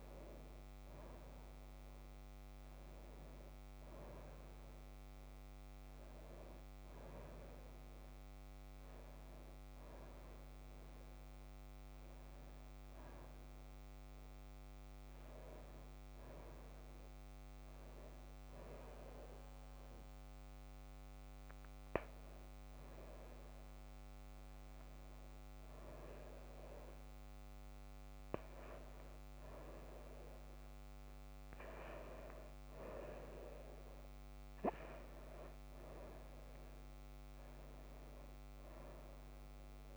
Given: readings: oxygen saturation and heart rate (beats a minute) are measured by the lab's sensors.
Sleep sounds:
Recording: a person awake in a sleep study, by a microphone on the trachea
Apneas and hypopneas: none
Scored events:
33.00-39.97 s: oxygen desaturation (device-marked, oxygen 94% before, 90% lowest)
From the record:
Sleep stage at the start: awake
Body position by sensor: on the back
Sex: female

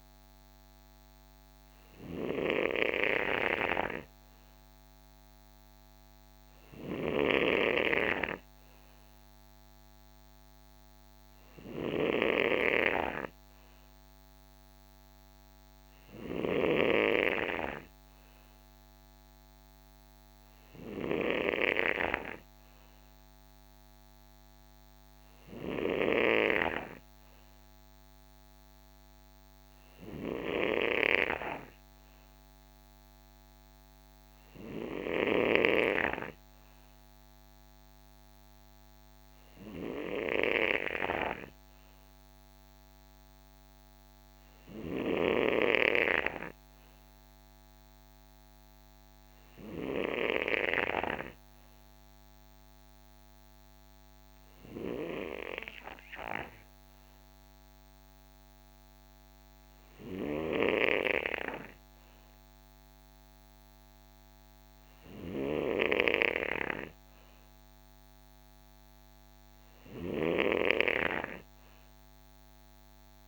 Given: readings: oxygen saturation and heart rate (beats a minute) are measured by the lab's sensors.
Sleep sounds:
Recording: breathing in sleep by a microphone on the trachea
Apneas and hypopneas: none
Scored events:
none scored
From the record:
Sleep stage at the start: N3 (deep sleep)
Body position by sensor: on the right side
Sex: male

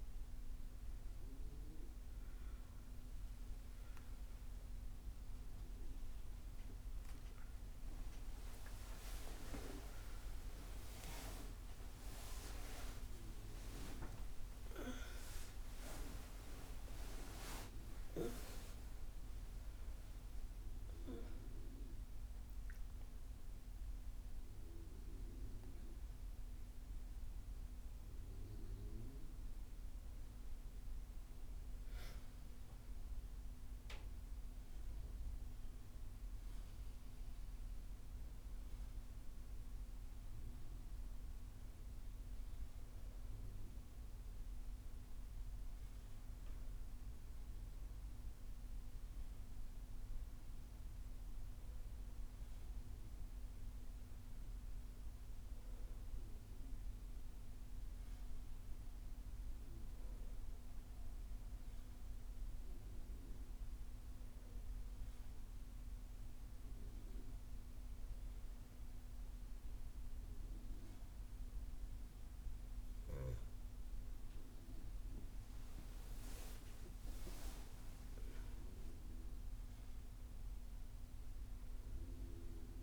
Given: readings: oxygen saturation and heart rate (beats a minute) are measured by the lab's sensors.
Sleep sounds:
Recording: a person partly awake in a sleep study, by a room microphone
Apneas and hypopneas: none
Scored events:
15.00-45.00 s: new sleep stage, awake
45.00-82.83 s: new sleep stage, N2 (light sleep)
76.00-80.50 s: arousal
From the record:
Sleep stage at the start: N2 (light sleep)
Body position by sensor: on the back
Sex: female

